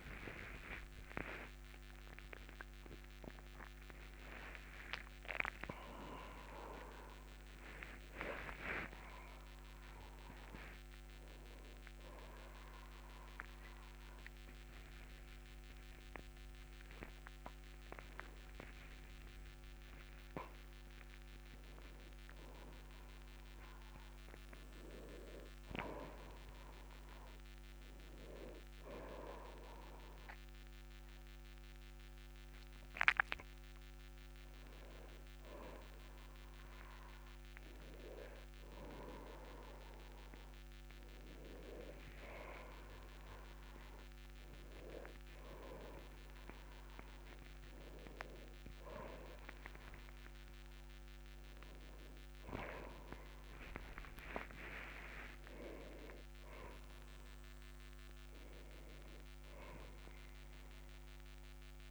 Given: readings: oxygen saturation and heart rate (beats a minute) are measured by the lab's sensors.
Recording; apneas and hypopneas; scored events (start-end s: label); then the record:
a person awake in a sleep study, by a microphone on the trachea; none
20.00-22.00 s: oxygen desaturation (device-marked, oxygen 97% before, 95% lowest, heart rate 82 before, 43 extreme)
From the record:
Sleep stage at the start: awake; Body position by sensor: on the back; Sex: male